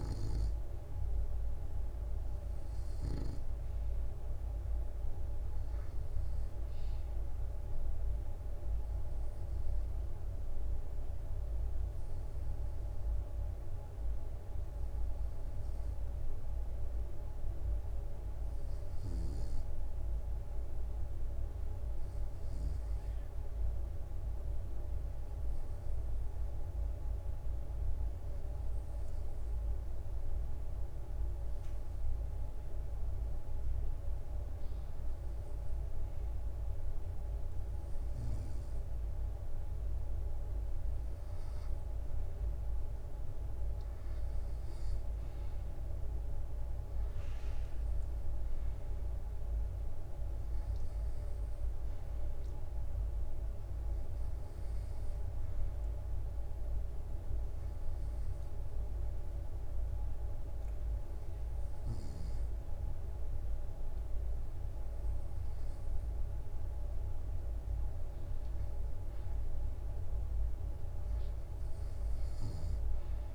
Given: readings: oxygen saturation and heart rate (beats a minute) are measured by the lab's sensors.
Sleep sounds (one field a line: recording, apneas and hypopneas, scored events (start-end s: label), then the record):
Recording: breathing in sleep, hard to hear, by a room microphone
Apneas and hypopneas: 1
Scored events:
16.50-33.50 s: hypopnea (oxygen 96% before, 92% lowest, heart rate 65 before, 65 extreme, up 4 after)
36.00-39.50 s: arousal
From the record:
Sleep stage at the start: N2 (light sleep)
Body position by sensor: on the right side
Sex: male